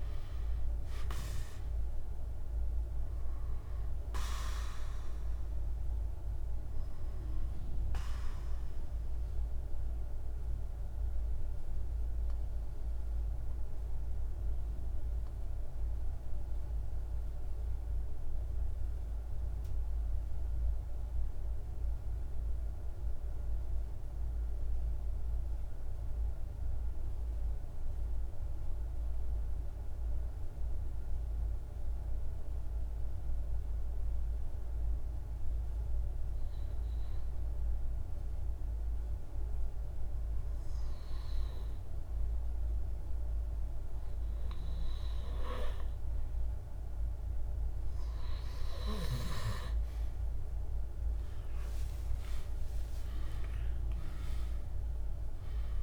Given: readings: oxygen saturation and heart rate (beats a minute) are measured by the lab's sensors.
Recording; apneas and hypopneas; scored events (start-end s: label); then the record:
breathing in sleep, hard to hear, by a room microphone; 1
0.00-20.50 s: oxygen desaturation (device-marked, oxygen 88% lowest, heart rate 45 extreme)
8.00-47.00 s: mixed apnea (oxygen 98% before, 88% lowest, heart rate 50 before, 45 extreme, up 27 after)
34.50-55.83 s: oxygen desaturation (device-marked, oxygen 100% before, 89% lowest, heart rate 48 before, 47 extreme)
49.00-52.50 s: arousal
From the record:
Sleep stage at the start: N2 (light sleep); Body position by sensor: on the back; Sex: male